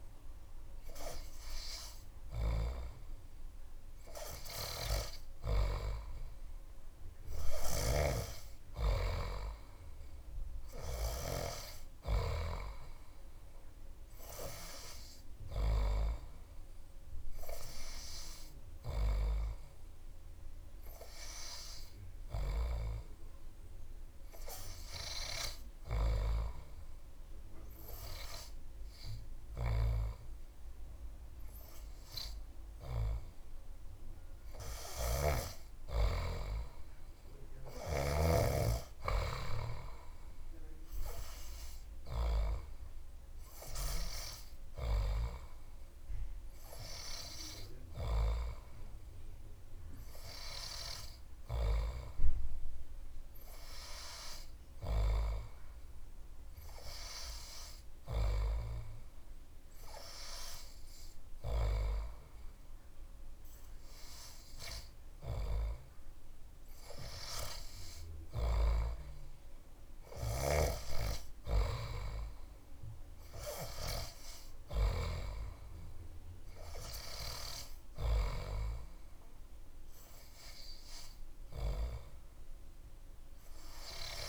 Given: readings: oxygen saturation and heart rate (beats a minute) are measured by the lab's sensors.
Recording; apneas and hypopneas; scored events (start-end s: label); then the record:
breathing in sleep by a room microphone; none
none scored
From the record:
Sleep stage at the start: N3 (deep sleep); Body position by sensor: on the back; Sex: male